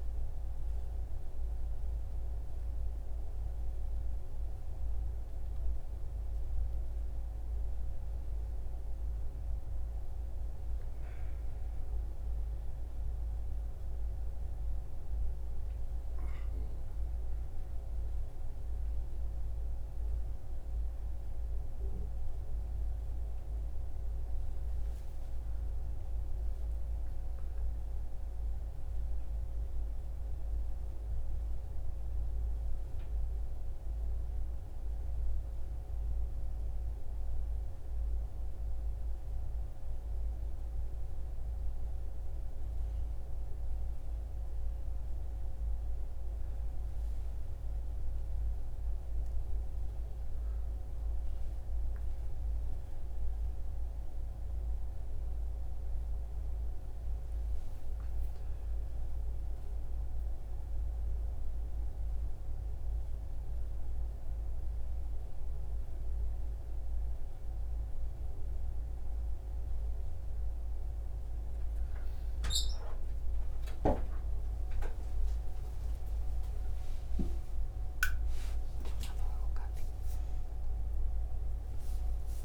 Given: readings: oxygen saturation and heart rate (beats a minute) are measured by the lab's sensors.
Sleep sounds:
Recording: a person awake in a sleep study, hard to hear, by a room microphone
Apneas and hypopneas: none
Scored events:
none scored
From the record:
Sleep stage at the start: awake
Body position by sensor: on the back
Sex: male

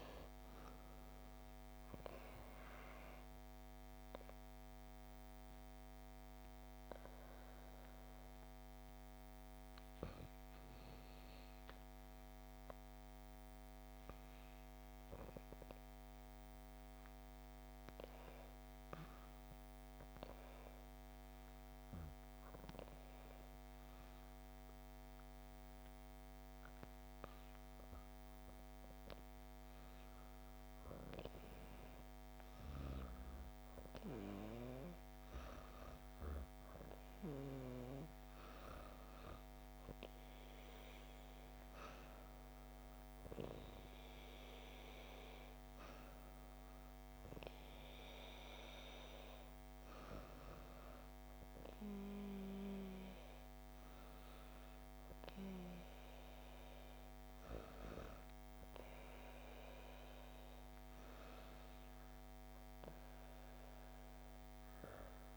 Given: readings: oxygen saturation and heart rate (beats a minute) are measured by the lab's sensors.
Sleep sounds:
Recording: breathing in sleep by a microphone on the trachea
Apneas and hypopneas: 1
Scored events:
0.00-8.00 s: oxygen desaturation (device-marked, oxygen 91% lowest, heart rate 68 extreme)
11.50-31.50 s: hypopnea (oxygen 94% before, 91% lowest, heart rate 91 before, 70 extreme, up 13 after)
34.00-39.00 s: arousal
35.00-61.00 s: oxygen desaturation (device-marked, oxygen 94% before, 91% lowest, heart rate 78 before, 65 extreme)
From the record:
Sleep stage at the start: REM sleep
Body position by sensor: on the back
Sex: female

